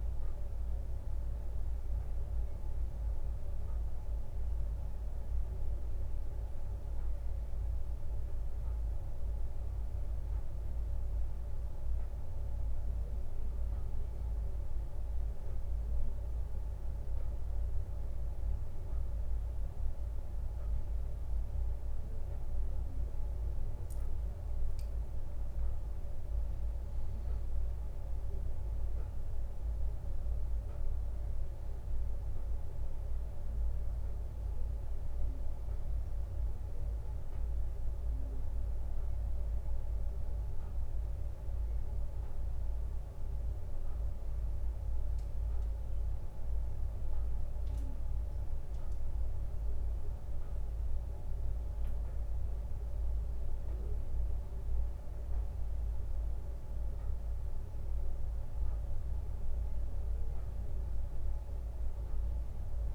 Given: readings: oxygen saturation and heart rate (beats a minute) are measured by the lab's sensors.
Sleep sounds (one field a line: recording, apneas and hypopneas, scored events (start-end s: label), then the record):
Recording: breathing in sleep, hard to hear, by a room microphone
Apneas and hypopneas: none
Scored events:
none scored
From the record:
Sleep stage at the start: N1 (lightest sleep)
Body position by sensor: on the right side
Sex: male